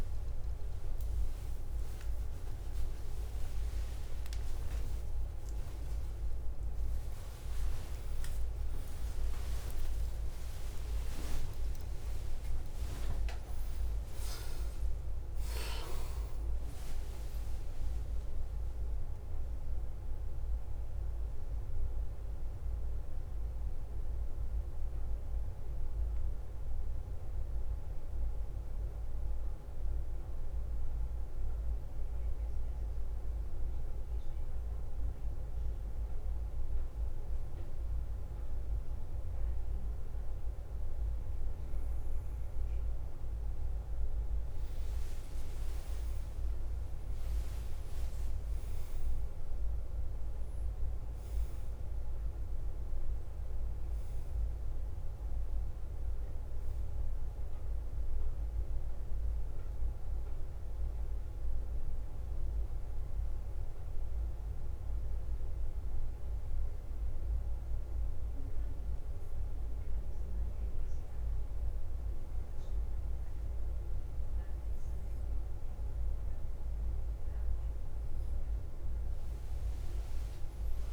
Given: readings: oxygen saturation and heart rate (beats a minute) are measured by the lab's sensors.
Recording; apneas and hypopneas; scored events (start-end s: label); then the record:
a person partly awake in a sleep study, hard to hear, by a room microphone; 2
4.00-6.00 s: long interval between heartbeats (device-marked, heart rate 52 before, 72 extreme)
6.50-8.50 s: long interval between heartbeats (device-marked, heart rate 55 before, 83 extreme)
8.00-10.00 s: tachycardia (device-marked, heart rate 51 before, 95 extreme)
8.50-10.50 s: long interval between heartbeats (device-marked, heart rate 58 before, 91 extreme)
10.50-12.50 s: long interval between heartbeats (device-marked, heart rate 63 before, 97 extreme)
28.00-38.50 s: hypopnea (oxygen 95% before, 94% lowest, heart rate 81 before, 57 extreme, up 10 after)
30.00-60.00 s: new sleep stage, N1 (lightest sleep)
41.00-44.00 s: bradycardia (device-marked, heart rate 52 before, 62 extreme)
45.50-49.50 s: arousal
49.00-74.00 s: oxygen desaturation (device-marked, oxygen 99% before, 94% lowest, heart rate 67 before, 55 extreme)
59.00-65.00 s: bradycardia (device-marked, heart rate 53 before, 58 extreme)
60.00-80.93 s: new sleep stage, N2 (light sleep)
62.00-72.00 s: hypopnea (oxygen 99% before, 93% lowest, heart rate 64 before, 57 extreme, up 8 after)
75.00-80.93 s: bradycardia (device-marked, heart rate 53 before, 57 extreme)
79.00-80.93 s: arousal
From the record:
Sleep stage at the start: awake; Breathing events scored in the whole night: 259 in 4.3 hours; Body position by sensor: on the back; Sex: male